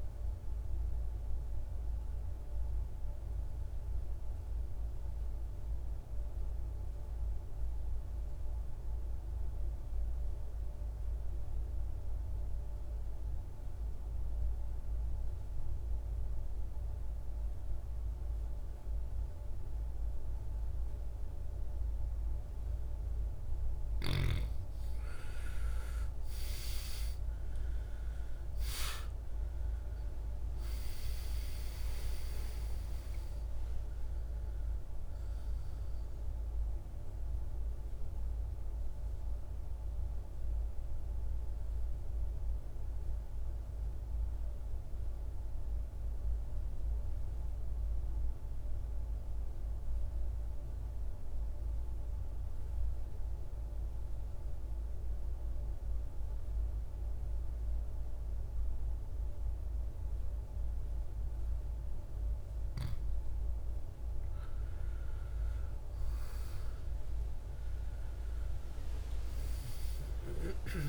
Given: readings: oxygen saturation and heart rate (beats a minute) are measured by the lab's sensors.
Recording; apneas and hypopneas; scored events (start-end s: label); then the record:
breathing in sleep, hard to hear, by a room microphone; 2
0.00-4.50 s: oxygen desaturation (device-marked, oxygen 84% lowest, heart rate 55 extreme)
0.50-24.50 s: mixed apnea (oxygen 99% before, 80% lowest, heart rate 62 before, 52 extreme, up 17 after)
15.50-52.50 s: oxygen desaturation (device-marked, oxygen 98% before, 80% lowest, heart rate 57 before, 52 extreme)
26.00-31.00 s: arousal
36.50-62.00 s: mixed apnea (oxygen 98% before, 80% lowest, heart rate 67 before, 52 extreme, up 18 after)
65.50-70.00 s: arousal
66.50-70.89 s: oxygen desaturation (device-marked, oxygen 99% before, 85% lowest, heart rate 54 before, 52 extreme)
From the record:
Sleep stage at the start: N2 (light sleep); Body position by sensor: on the back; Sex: male